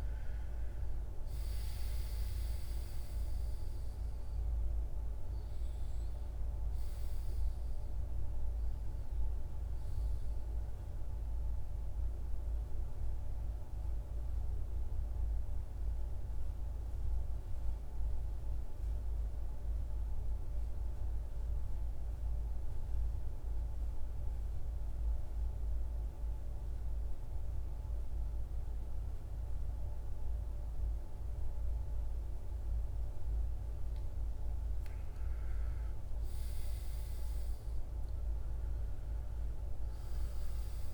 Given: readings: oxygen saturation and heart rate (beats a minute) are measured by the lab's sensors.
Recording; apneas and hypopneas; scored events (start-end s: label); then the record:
breathing in sleep, hard to hear, by a room microphone; 1
0.00-23.50 s: oxygen desaturation (device-marked, oxygen 81% lowest, heart rate 52 extreme)
13.50-33.50 s: mixed apnea (oxygen 97% before, 81% lowest, heart rate 69 before, 52 extreme, up 15 after)
35.00-38.00 s: arousal
36.50-40.94 s: oxygen desaturation (device-marked, oxygen 99% before, 89% lowest, heart rate 54 before, 56 extreme)
From the record:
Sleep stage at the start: N2 (light sleep); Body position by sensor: on the back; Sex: male